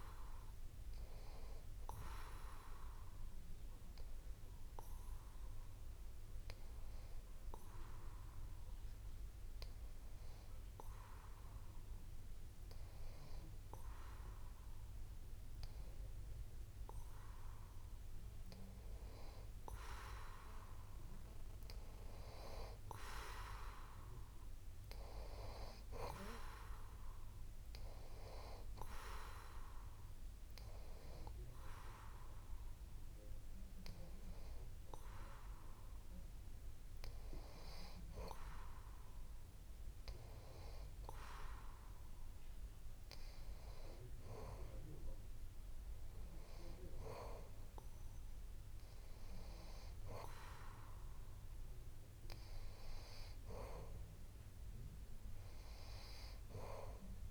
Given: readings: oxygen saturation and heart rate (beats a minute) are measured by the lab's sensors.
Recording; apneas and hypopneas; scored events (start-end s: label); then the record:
breathing in sleep by a room microphone; 1
3.50-17.00 s: hypopnea (oxygen 93% before, 90% lowest)
20.50-23.50 s: arousal
From the record:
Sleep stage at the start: N2 (light sleep); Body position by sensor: on the back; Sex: male